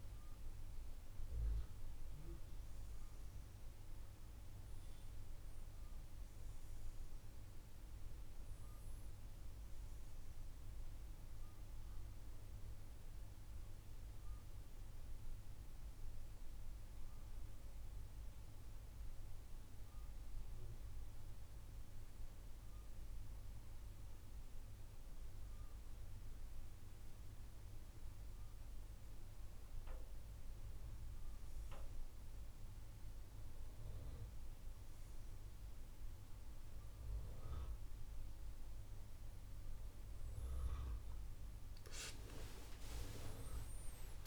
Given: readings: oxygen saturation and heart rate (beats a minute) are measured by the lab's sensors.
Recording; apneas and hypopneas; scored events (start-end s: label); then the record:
breathing in sleep by a room microphone; 1
0.00-2.00 s: arousal
15.00-30.00 s: obstructive apnea (oxygen 96% before, 93% lowest, heart rate 69 before, 64 extreme, up 5 after)
From the record:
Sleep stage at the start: N2 (light sleep); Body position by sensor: on the back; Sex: male